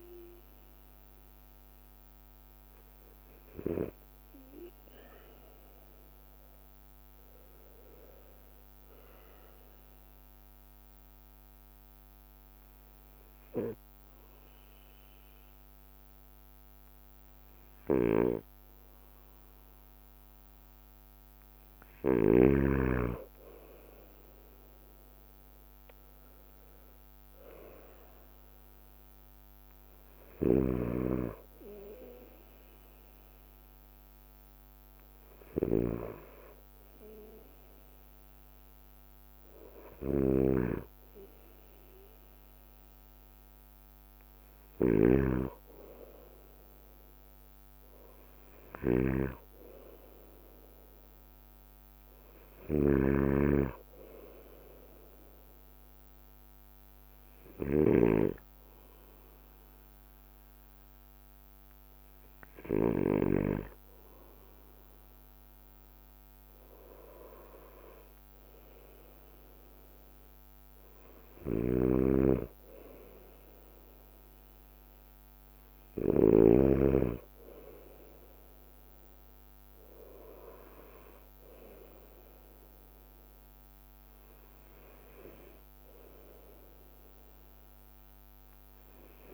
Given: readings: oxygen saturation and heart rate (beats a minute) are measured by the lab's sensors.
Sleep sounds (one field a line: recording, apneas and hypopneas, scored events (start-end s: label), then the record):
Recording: breathing in sleep by a microphone on the trachea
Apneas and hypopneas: 1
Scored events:
0.00-4.50 s: bradycardia (device-marked, heart rate 56 extreme)
2.00-20.50 s: hypopnea (oxygen 94% before, 93% lowest, heart rate 58 before, 55 extreme, up 4 after)
5.50-66.50 s: bradycardia (device-marked, heart rate 58 before, 55 extreme)
18.00-23.00 s: snoring (device-marked)
22.00-25.50 s: arousal
26.50-36.50 s: drop in pulse transit time (device-marked, heart rate 57 before, 56 extreme)
40.50-63.50 s: snoring (device-marked)
70.50-89.34 s: bradycardia (device-marked, heart rate 57 before, 57 extreme)
71.50-76.50 s: snoring (device-marked)
82.50-89.34 s: drop in pulse transit time (device-marked, heart rate 58 before, 57 extreme)
From the record:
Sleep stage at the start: N2 (light sleep)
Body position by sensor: on the right side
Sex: male